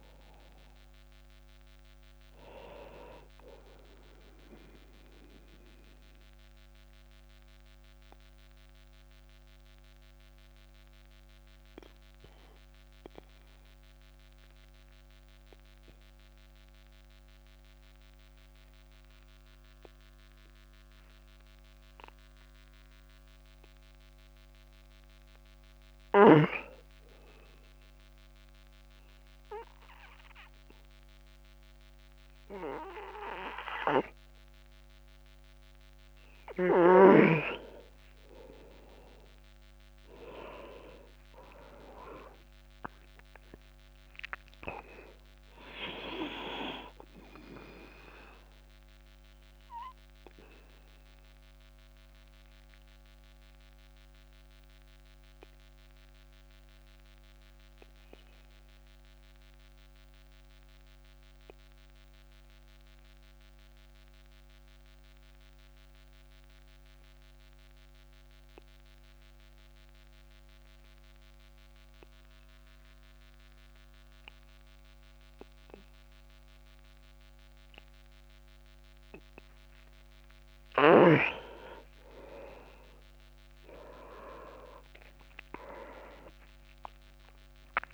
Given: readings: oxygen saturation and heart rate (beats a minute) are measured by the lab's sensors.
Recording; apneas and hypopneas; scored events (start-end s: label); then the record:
breathing in sleep by a microphone on the trachea; 2
0.00-19.00 s: oxygen desaturation (device-marked, oxygen 87% lowest)
5.50-35.50 s: obstructive apnea (oxygen 98% before, 87% lowest)
37.50-40.50 s: arousal
44.00-70.00 s: oxygen desaturation (device-marked, oxygen 99% before, 94% lowest)
48.50-79.50 s: obstructive apnea (oxygen 99% before, 88% lowest)
82.50-86.50 s: arousal
83.00-87.94 s: oxygen desaturation (device-marked, oxygen 98% before, 88% lowest)
From the record:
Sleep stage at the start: N2 (light sleep); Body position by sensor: on the back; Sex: male